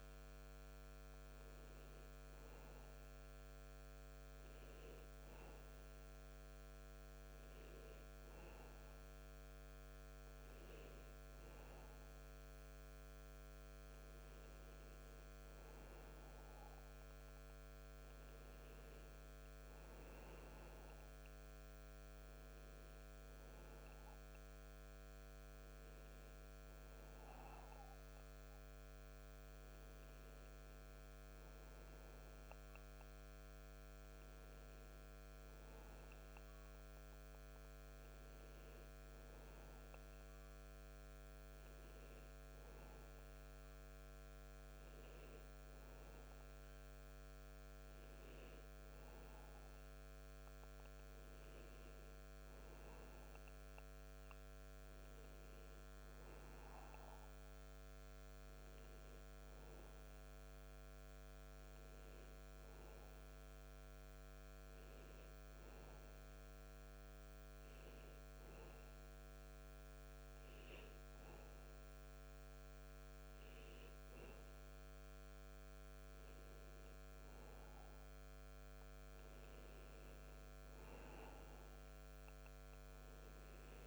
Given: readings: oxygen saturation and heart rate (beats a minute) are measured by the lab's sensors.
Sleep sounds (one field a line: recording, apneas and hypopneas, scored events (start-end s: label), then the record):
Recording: breathing in sleep, hard to hear, by a microphone on the trachea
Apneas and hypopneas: none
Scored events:
none scored
From the record:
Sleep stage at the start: N2 (light sleep)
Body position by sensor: on the back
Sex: male